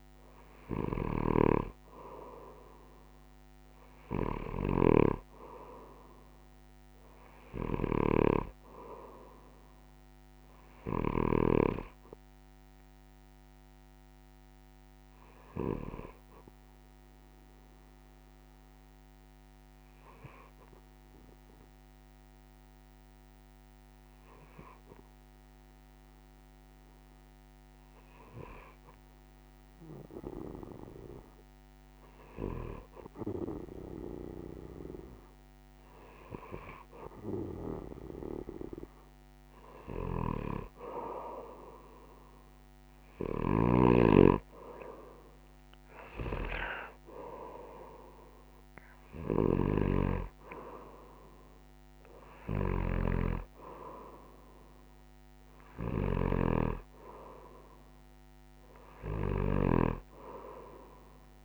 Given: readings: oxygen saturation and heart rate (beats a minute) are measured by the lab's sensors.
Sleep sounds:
breathing in sleep by a microphone on the trachea; 1
0.50-11.50 s: snoring (device-marked)
13.50-31.50 s: hypopnea (oxygen 95% before, 93% lowest)
34.50-37.50 s: arousal
43.00-56.00 s: snoring (device-marked)
From the record:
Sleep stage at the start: N2 (light sleep); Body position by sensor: on the right side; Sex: male

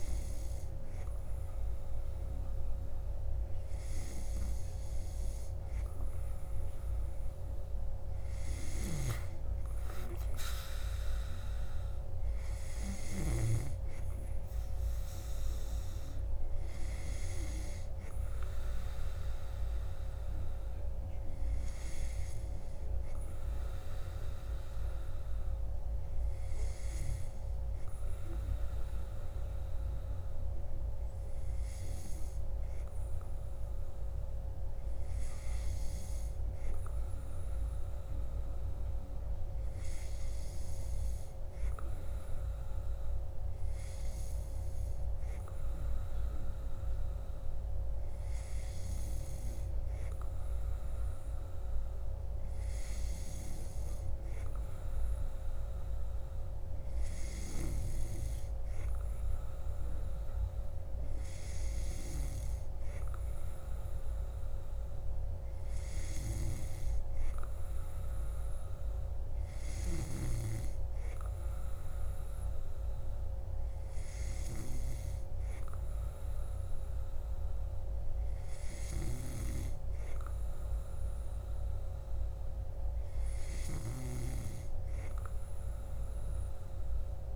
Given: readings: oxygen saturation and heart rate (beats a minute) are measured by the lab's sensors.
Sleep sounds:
breathing in sleep by a room microphone; none
none scored
From the record:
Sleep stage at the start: N2 (light sleep); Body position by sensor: on the back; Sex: male

